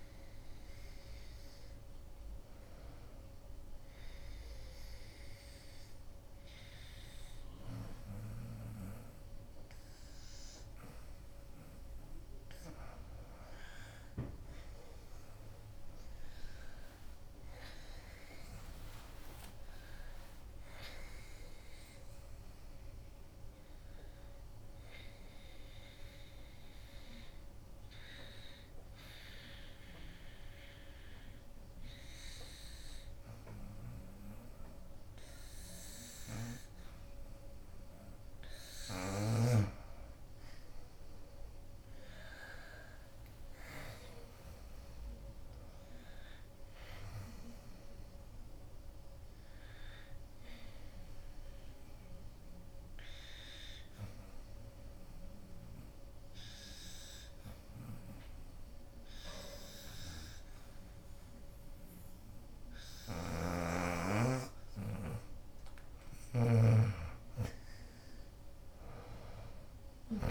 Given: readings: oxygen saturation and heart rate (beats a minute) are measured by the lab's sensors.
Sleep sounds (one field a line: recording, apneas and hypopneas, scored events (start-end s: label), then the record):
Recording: breathing in sleep by a room microphone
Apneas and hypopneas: 3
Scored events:
0.00-3.00 s: oxygen desaturation (device-marked, oxygen 88% lowest, heart rate 84 extreme)
3.50-13.50 s: hypopnea (oxygen 96% before, 88% lowest, heart rate 89 before, 79 extreme, up 4 after)
14.00-33.00 s: oxygen desaturation (device-marked, oxygen 95% before, 89% lowest, heart rate 90 before, 76 extreme)
16.50-21.00 s: arousal
25.50-37.50 s: obstructive apnea (oxygen 95% before, 88% lowest, heart rate 88 before, 76 extreme, up 11 after)
31.00-70.31 s: new sleep stage, N2 (light sleep)
41.50-46.00 s: arousal
44.00-59.00 s: oxygen desaturation (device-marked, oxygen 96% before, 88% lowest, heart rate 82 before, 76 extreme)
54.00-64.50 s: obstructive apnea (oxygen 96% before, 86% lowest, heart rate 85 before, 78 extreme, up 12 after)
67.00-70.31 s: arousal
From the record:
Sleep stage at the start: N1 (lightest sleep)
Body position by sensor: on the back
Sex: female